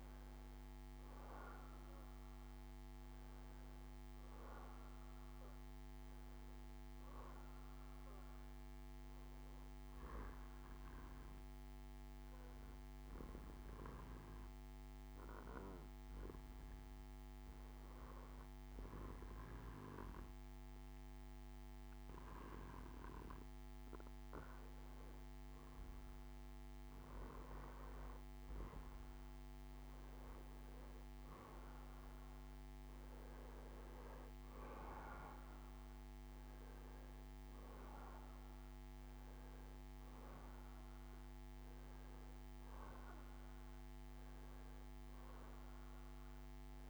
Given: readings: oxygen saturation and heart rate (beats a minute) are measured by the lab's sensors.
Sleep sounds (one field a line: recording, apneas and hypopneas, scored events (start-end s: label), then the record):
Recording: breathing in sleep, hard to hear, by a microphone on the trachea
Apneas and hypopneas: 1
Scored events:
0.00-1.50 s: bradycardia (device-marked, heart rate 59 extreme)
0.00-15.50 s: oxygen desaturation (device-marked, oxygen 90% lowest, heart rate 51 extreme)
3.50-12.50 s: bradycardia (device-marked, heart rate 65 before, 51 extreme)
10.00-23.00 s: obstructive apnea (oxygen 94% before, 90% lowest, heart rate 62 before, 58 extreme, up 10 after)
25.00-28.00 s: arousal
26.50-32.50 s: bradycardia (device-marked, heart rate 65 before, 58 extreme)
29.50-46.90 s: oxygen desaturation (device-marked, oxygen 95% before, 90% lowest, heart rate 62 before, 56 extreme)
43.50-46.90 s: bradycardia (device-marked, heart rate 65 before, 57 extreme)
From the record:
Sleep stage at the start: N2 (light sleep)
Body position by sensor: on the back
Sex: male